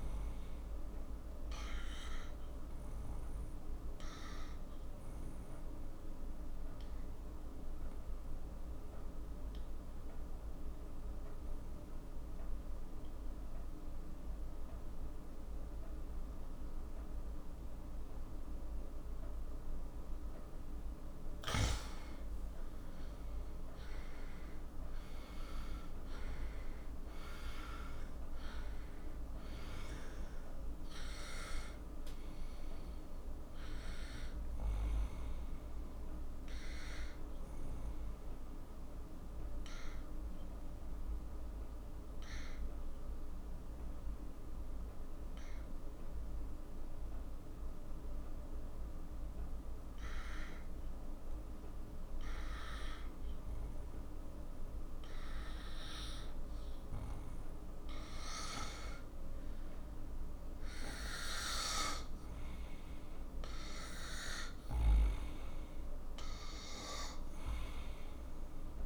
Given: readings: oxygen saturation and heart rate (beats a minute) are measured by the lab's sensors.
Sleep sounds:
breathing in sleep by a room microphone; 2
0.00-8.00 s: oxygen desaturation (device-marked, oxygen 92% lowest, heart rate 42 extreme)
1.00-20.50 s: obstructive apnea (oxygen 96% before, 92% lowest, heart rate 52 before, 42 extreme, up 15 after)
23.00-27.50 s: arousal
30.00-46.00 s: oxygen desaturation (device-marked, oxygen 97% before, 92% lowest, heart rate 51 before, 43 extreme)
40.00-57.00 s: obstructive apnea (oxygen 97% before, 90% lowest, heart rate 54 before, 45 extreme, up 11 after)
58.50-62.50 s: arousal
60.00-68.86 s: oxygen desaturation (device-marked, oxygen 98% before, 92% lowest, heart rate 48 before, 45 extreme)
From the record:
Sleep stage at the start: N2 (light sleep); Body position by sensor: on the right side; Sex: male

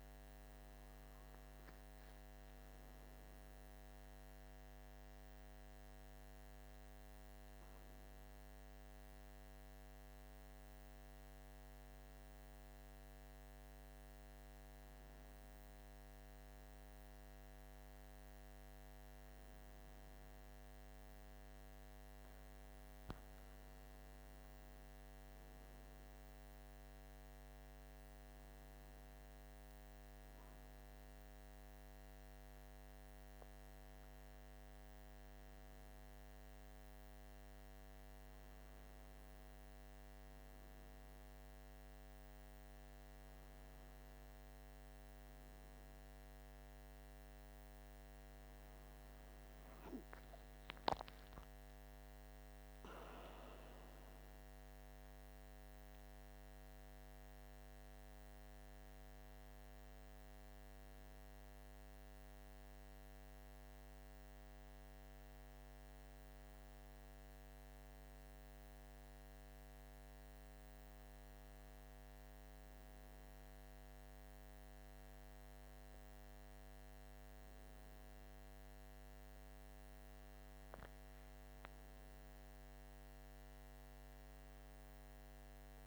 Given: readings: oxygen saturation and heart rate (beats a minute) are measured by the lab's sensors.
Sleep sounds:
a person awake in a sleep study, hard to hear, by a microphone on the trachea; none
none scored
From the record:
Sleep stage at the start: awake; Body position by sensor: on the right side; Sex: male

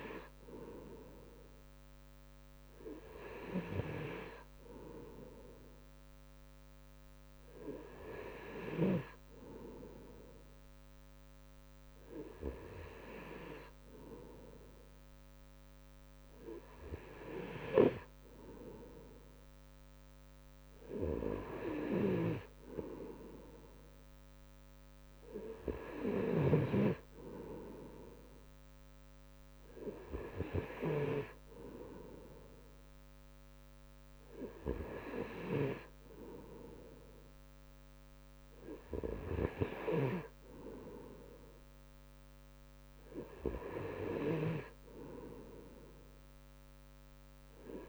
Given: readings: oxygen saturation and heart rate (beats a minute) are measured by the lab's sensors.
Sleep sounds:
breathing in sleep by a microphone on the trachea; none
none scored
From the record:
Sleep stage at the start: N2 (light sleep); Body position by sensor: on the right side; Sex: male

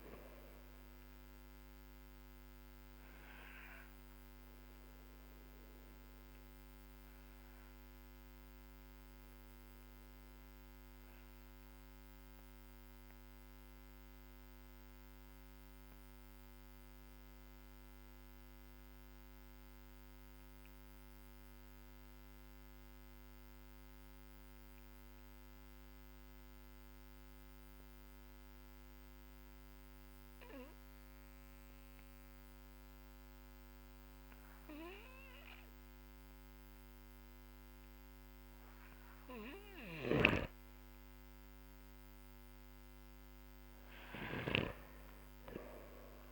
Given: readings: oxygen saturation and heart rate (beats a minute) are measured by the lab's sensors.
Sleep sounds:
breathing in sleep by a microphone on the trachea; 1
0.00-22.50 s: oxygen desaturation (device-marked, oxygen 93% lowest, heart rate 46 extreme)
4.00-42.00 s: obstructive apnea (oxygen 98% before, 93% lowest, heart rate 50 before, 44 extreme, up 8 after)
39.50-46.32 s: snoring (device-marked)
44.50-46.32 s: arousal
From the record:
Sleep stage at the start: N2 (light sleep); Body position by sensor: on the back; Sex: male

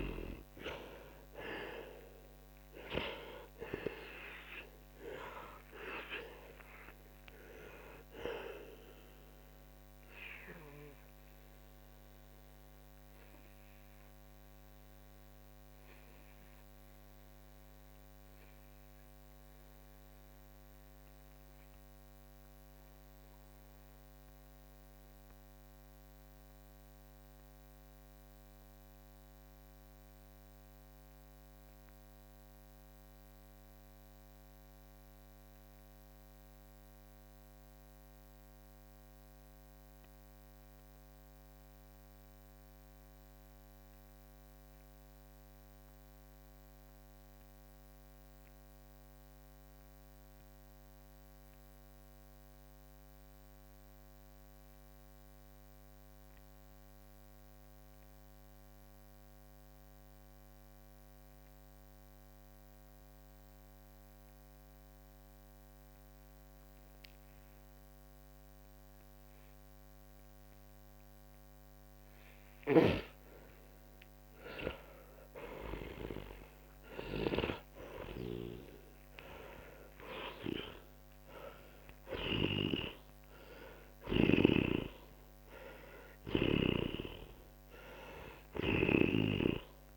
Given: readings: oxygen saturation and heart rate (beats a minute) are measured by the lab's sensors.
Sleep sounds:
breathing in sleep by a microphone on the trachea; 1
0.00-34.50 s: oxygen desaturation (device-marked, oxygen 85% lowest, heart rate 42 extreme)
8.00-72.50 s: obstructive apnea (oxygen 98% before, 82% lowest, heart rate 66 before, 42 extreme, up 17 after)
62.50-89.97 s: oxygen desaturation (device-marked, oxygen 98% before, 82% lowest, heart rate 47 before, 44 extreme)
72.50-84.50 s: snoring (device-marked)
77.00-83.00 s: arousal
From the record:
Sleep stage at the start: N2 (light sleep); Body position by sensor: on the back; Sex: male

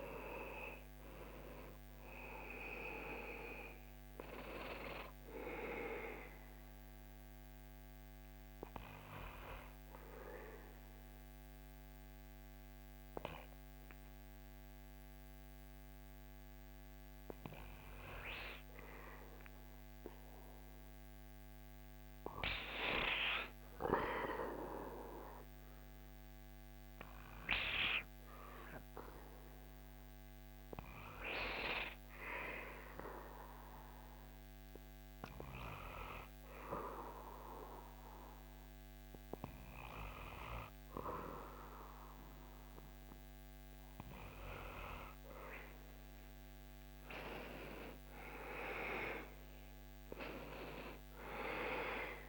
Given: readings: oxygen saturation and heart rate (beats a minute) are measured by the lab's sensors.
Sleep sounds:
breathing in sleep by a microphone on the trachea; 2
5.50-18.50 s: obstructive apnea (oxygen 99% before, 93% lowest, heart rate 74 before, 67 extreme, up 11 after)
20.00-27.00 s: oxygen desaturation (device-marked, oxygen 98% before, 93% lowest, heart rate 71 before, 68 extreme)
21.50-26.00 s: arousal
33.50-46.00 s: hypopnea (oxygen 100% before, 97% lowest, heart rate 74 before, 64 extreme, up 12 after)
48.00-51.50 s: arousal
From the record:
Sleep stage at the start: N2 (light sleep); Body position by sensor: on the back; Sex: male

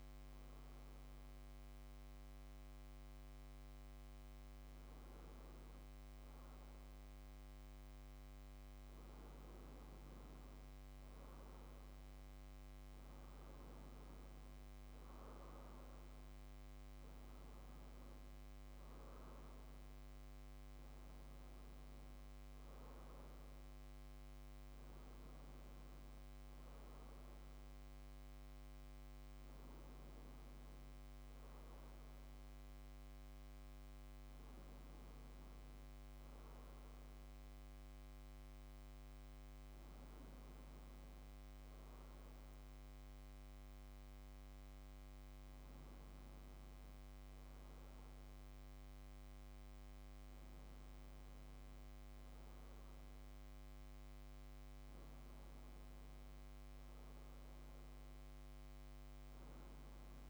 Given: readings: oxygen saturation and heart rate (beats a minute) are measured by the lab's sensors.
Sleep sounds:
breathing in sleep, hard to hear, by a microphone on the trachea; none
none scored
From the record:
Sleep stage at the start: N2 (light sleep); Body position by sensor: on the back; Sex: male

